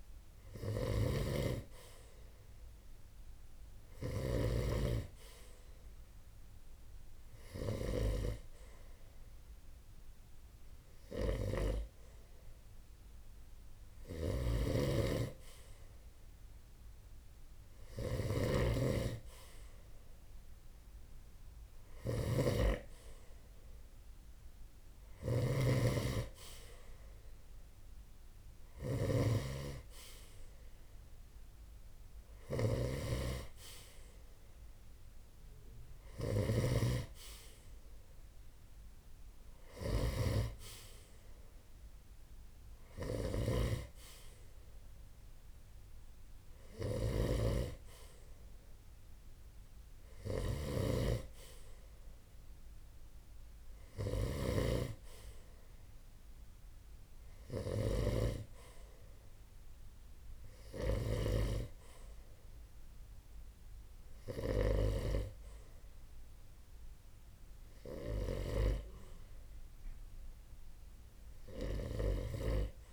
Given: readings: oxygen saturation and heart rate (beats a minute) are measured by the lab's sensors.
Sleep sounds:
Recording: breathing in sleep by a room microphone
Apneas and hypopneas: none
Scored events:
0.00-54.00 s: snoring (device-marked)
From the record:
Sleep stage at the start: N2 (light sleep)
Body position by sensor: on the right side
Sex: male

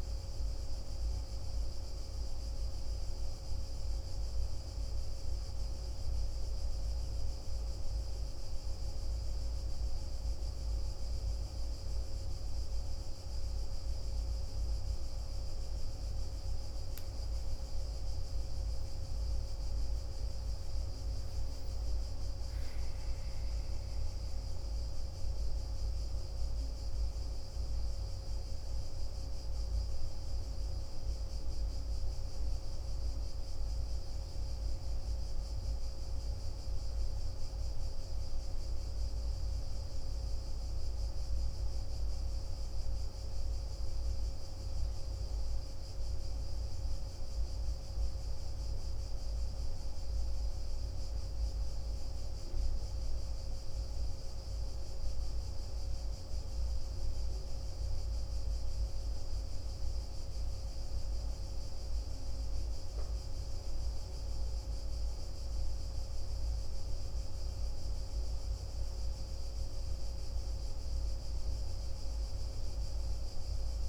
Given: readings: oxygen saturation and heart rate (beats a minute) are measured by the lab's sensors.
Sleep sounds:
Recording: breathing in sleep, hard to hear, by a room microphone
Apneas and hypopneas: none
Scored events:
71.50-73.89 s: arousal
From the record:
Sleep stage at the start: N1 (lightest sleep)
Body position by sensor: on the back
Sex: male

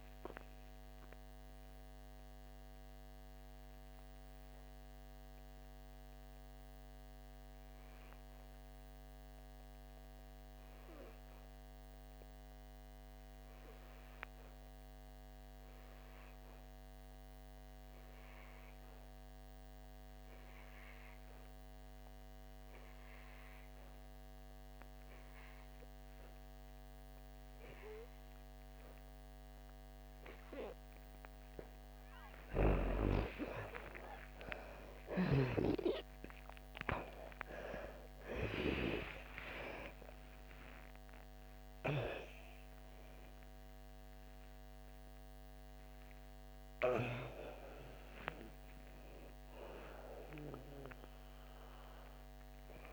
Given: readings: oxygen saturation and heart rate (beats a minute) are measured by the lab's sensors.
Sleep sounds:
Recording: breathing in sleep by a microphone on the trachea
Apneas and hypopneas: 1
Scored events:
0.00-23.50 s: oxygen desaturation (device-marked, oxygen 87% lowest, heart rate 55 extreme)
2.00-30.50 s: obstructive apnea (oxygen 98% before, 85% lowest, heart rate 68 before, 55 extreme, up 20 after)
25.50-52.92 s: oxygen desaturation (device-marked, oxygen 98% before, 85% lowest, heart rate 59 before, 56 extreme)
36.50-43.00 s: arousal
From the record:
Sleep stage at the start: N2 (light sleep)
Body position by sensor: on the back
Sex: female

